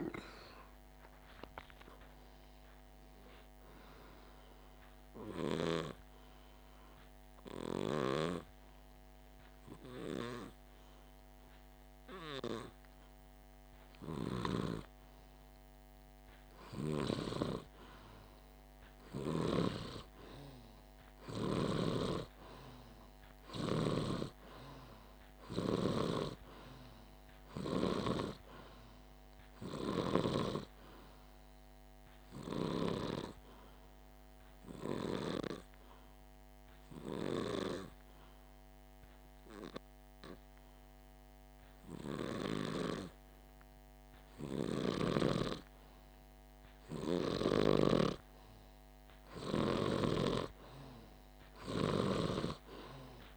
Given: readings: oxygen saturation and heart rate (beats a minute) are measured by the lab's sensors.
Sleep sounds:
breathing in sleep by a microphone on the trachea; 2
4.50-15.00 s: hypopnea (oxygen 97% before, 95% lowest, heart rate 50 before, 49 extreme, up 0 after)
18.50-22.00 s: arousal
30.50-46.00 s: hypopnea (oxygen 99% before, 95% lowest, heart rate 50 before, 48 extreme, up 1 after)
50.00-53.37 s: arousal
From the record:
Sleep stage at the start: N2 (light sleep); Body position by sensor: on the back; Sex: male

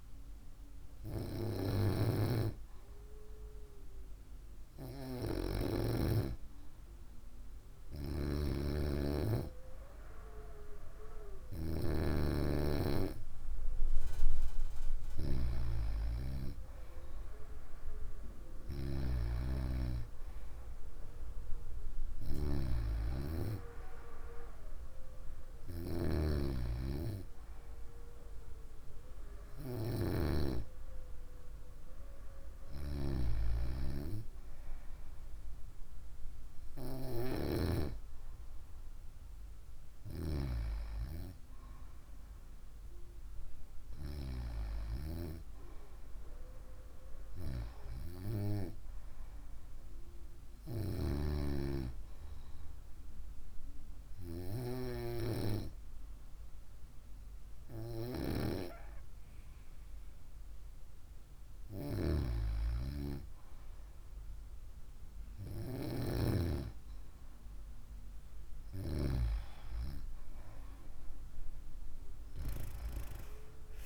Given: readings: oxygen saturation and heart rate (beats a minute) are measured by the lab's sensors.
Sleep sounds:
breathing in sleep by a room microphone; 1
52.00-62.50 s: hypopnea (oxygen 96% before, 95% lowest, heart rate 63 before, 58 extreme, up 7 after)
64.50-69.00 s: arousal
From the record:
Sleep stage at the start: N2 (light sleep); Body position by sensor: on the right side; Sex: female

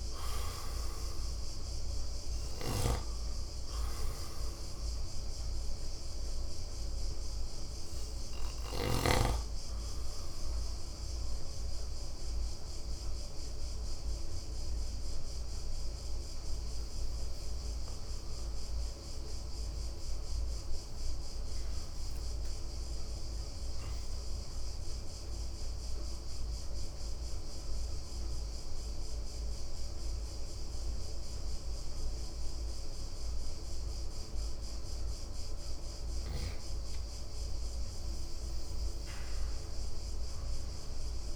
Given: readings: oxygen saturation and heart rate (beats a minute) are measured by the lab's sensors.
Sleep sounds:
breathing in sleep, hard to hear, by a room microphone; 2
0.00-20.50 s: oxygen desaturation (device-marked, oxygen 84% lowest, heart rate 57 extreme)
5.00-19.50 s: hypopnea (oxygen 96% before, 84% lowest, heart rate 63 before, 57 extreme, up 10 after)
20.50-24.00 s: arousal
26.00-36.50 s: central apnea (oxygen 99% before, 91% lowest, heart rate 62 before, 56 extreme, up 5 after)
40.00-41.36 s: arousal
From the record:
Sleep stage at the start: N2 (light sleep); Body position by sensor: on the right side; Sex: male

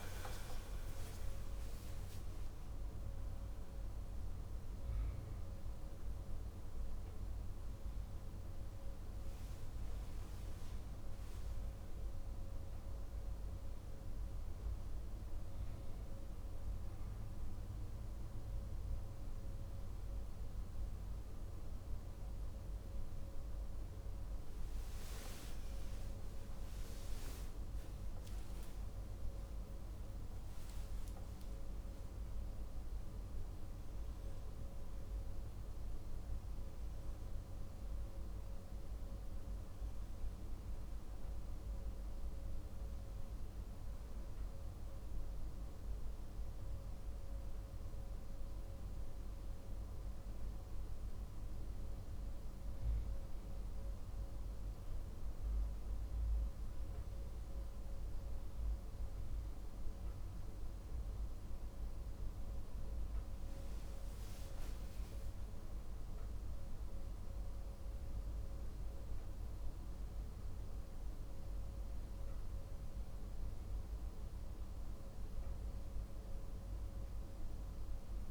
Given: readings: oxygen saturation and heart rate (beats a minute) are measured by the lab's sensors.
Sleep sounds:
a person partly awake in a sleep study, hard to hear, by a room microphone; none
14.50-74.50 s: new sleep stage, N1 (lightest sleep)
74.50-78.31 s: new sleep stage, N2 (light sleep)
From the record:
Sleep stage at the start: awake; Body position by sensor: on the back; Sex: male

